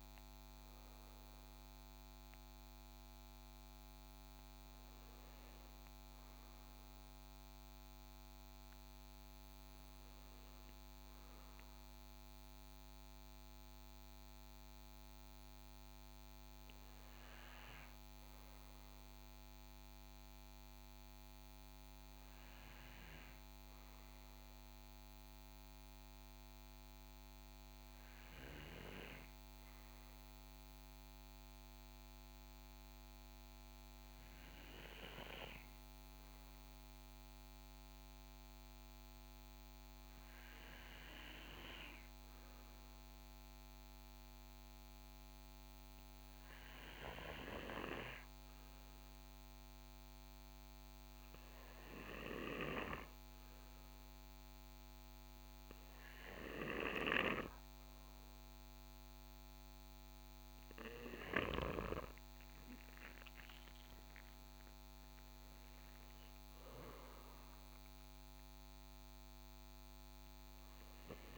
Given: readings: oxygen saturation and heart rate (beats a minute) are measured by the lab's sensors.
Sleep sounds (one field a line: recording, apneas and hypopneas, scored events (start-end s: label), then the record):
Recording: breathing in sleep by a microphone on the trachea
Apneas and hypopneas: 1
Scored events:
27.50-59.50 s: obstructive apnea (oxygen 96% before, 93% lowest, heart rate 61 before, 58 extreme, up 12 after)
63.00-67.00 s: arousal
From the record:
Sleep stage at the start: N2 (light sleep)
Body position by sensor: on the right side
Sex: male